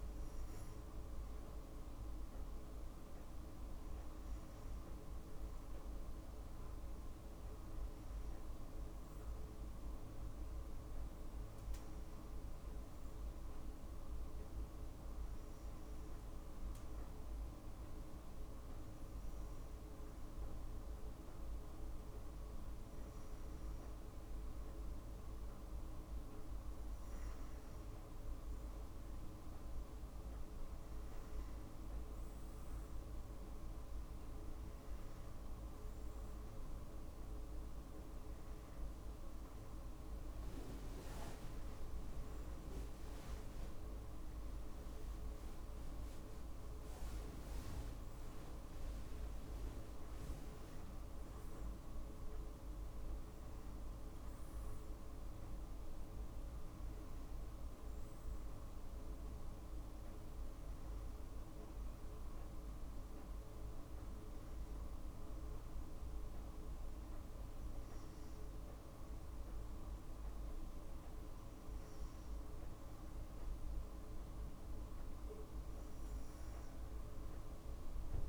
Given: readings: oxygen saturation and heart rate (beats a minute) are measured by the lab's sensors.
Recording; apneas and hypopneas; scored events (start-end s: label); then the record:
breathing in sleep, hard to hear, by a room microphone; 1
10.00-13.00 s: arousal
16.00-26.50 s: hypopnea (oxygen 95% before, 93% lowest, heart rate 58 before, 56 extreme, up 3 after)
30.00-33.00 s: arousal
39.50-51.50 s: tachycardia (device-marked, heart rate 59 before, 156 extreme)
From the record:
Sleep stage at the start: N2 (light sleep); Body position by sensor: on the back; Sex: female